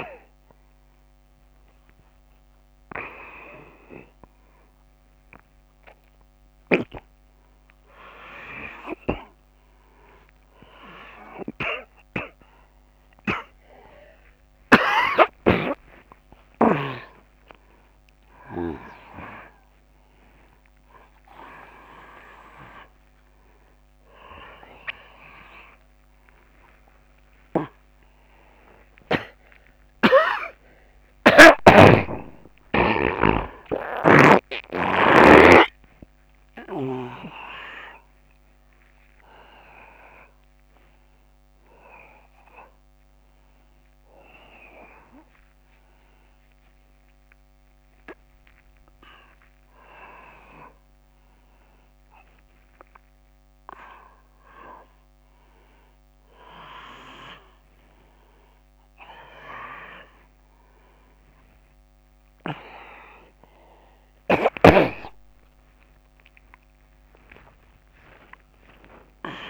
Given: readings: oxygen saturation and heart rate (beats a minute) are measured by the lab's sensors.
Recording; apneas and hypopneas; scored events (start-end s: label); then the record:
a person awake in a sleep study, by a microphone on the trachea; none
0.00-2.50 s: oxygen desaturation (device-marked, oxygen 93% lowest, heart rate 25 extreme)
8.50-12.50 s: oxygen desaturation (device-marked, oxygen 96% before, 93% lowest, heart rate 87 before, 87 extreme)
14.00-18.50 s: snoring (device-marked)
From the record:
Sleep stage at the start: awake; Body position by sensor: on the back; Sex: male